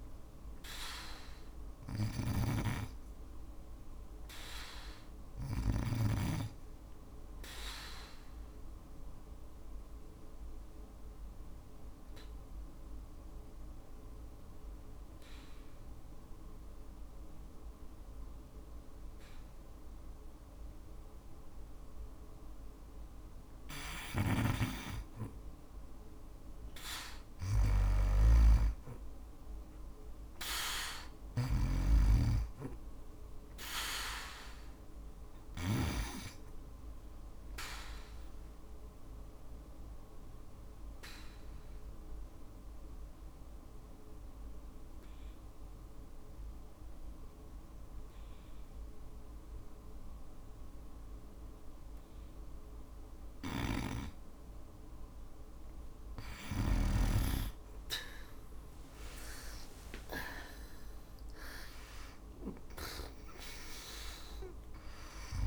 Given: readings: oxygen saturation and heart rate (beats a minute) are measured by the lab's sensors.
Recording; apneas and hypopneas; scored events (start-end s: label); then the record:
breathing in sleep by a room microphone; 2
0.00-5.00 s: snoring (device-marked)
0.00-14.00 s: oxygen desaturation (device-marked, oxygen 91% lowest, heart rate 57 extreme)
6.00-22.00 s: obstructive apnea (oxygen 96% before, 88% lowest, heart rate 60 before, 57 extreme, up 3 after)
23.00-35.00 s: snoring (device-marked)
28.50-32.00 s: arousal
29.00-49.00 s: oxygen desaturation (device-marked, oxygen 97% before, 91% lowest, heart rate 58 before, 55 extreme)
36.50-53.50 s: obstructive apnea (oxygen 98% before, 88% lowest, heart rate 59 before, 55 extreme, up 3 after)
52.50-56.00 s: snoring (device-marked)
58.00-62.50 s: arousal
58.00-65.47 s: oxygen desaturation (device-marked, oxygen 97% before, 88% lowest, heart rate 58 before, 55 extreme)
From the record:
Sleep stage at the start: N2 (light sleep); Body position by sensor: on the back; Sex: female